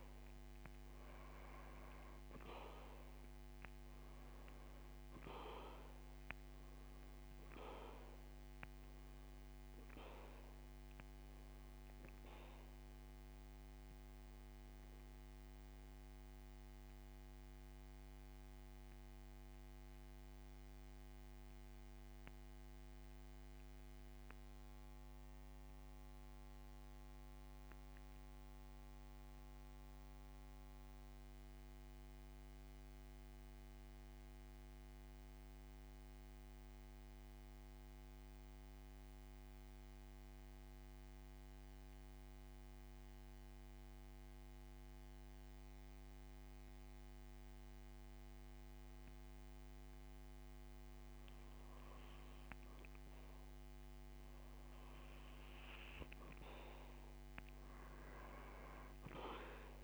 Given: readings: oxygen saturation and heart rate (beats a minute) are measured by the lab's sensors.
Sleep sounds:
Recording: breathing in sleep by a microphone on the trachea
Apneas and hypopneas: 1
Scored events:
0.00-49.00 s: oxygen desaturation (device-marked, oxygen 85% lowest, heart rate 50 extreme)
16.50-52.00 s: central apnea (oxygen 98% before, 85% lowest, heart rate 70 before, 50 extreme, up 5 after)
From the record:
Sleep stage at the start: N2 (light sleep)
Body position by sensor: on the back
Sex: male

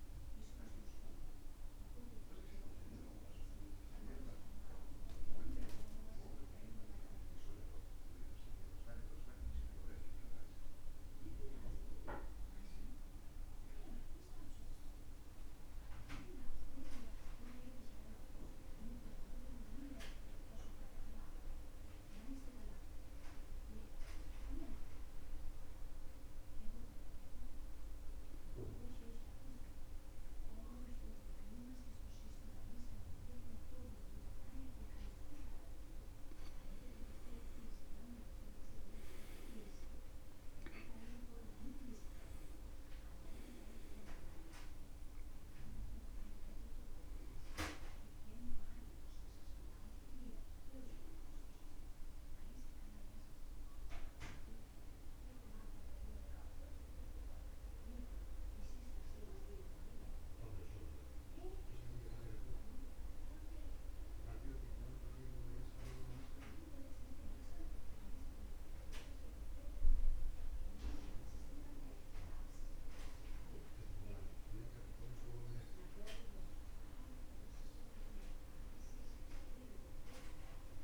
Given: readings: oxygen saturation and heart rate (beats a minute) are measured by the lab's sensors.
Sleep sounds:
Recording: breathing in sleep by a room microphone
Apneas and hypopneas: 1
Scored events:
0.00-13.00 s: oxygen desaturation (device-marked, oxygen 86% lowest, heart rate 60 extreme)
11.00-36.00 s: mixed apnea (oxygen 93% before, 88% lowest, heart rate 69 before, 60 extreme, up 14 after)
37.50-41.50 s: arousal
40.00-78.00 s: oxygen desaturation (device-marked, oxygen 98% before, 88% lowest, heart rate 64 before, 64 extreme)
68.00-72.50 s: arousal
From the record:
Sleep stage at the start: N2 (light sleep)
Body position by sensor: on the back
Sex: male

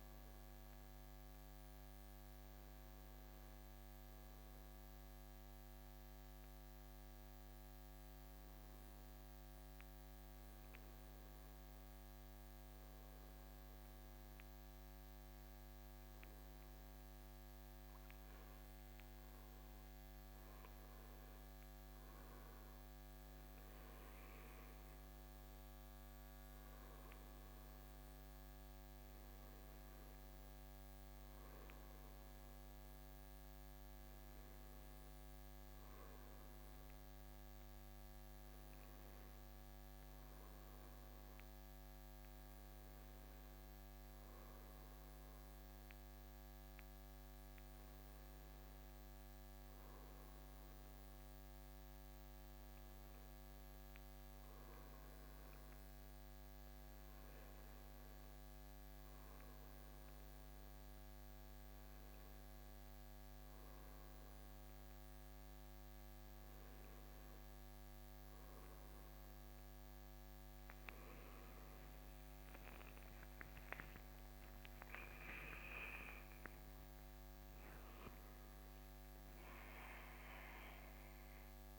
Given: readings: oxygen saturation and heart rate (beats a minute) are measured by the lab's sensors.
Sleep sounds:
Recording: breathing in sleep, hard to hear, by a microphone on the trachea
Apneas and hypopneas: none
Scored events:
73.00-78.00 s: arousal
From the record:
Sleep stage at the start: N2 (light sleep)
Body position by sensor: on the right side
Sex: male

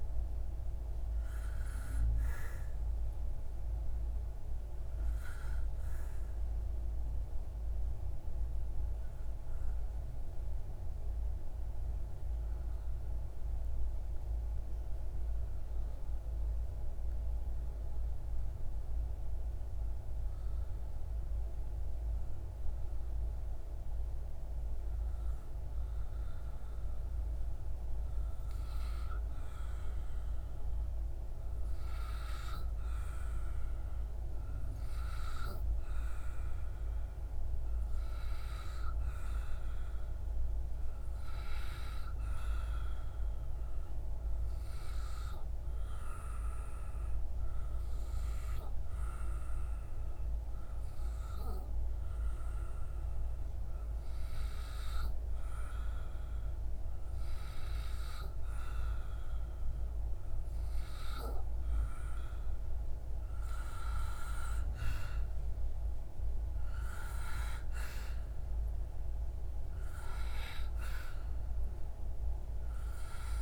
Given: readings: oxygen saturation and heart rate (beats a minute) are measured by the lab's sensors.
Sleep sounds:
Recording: breathing in sleep by a room microphone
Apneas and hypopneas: 2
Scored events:
0.00-13.00 s: oxygen desaturation (device-marked, oxygen 92% lowest)
7.00-25.50 s: obstructive apnea (oxygen 96% before, 91% lowest)
28.50-32.50 s: arousal
34.00-49.00 s: oxygen desaturation (device-marked, oxygen 97% before, 93% lowest)
45.00-56.50 s: obstructive apnea (oxygen 97% before, 91% lowest)
61.00-65.50 s: arousal
From the record:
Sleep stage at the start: N2 (light sleep)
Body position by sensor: on the back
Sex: male

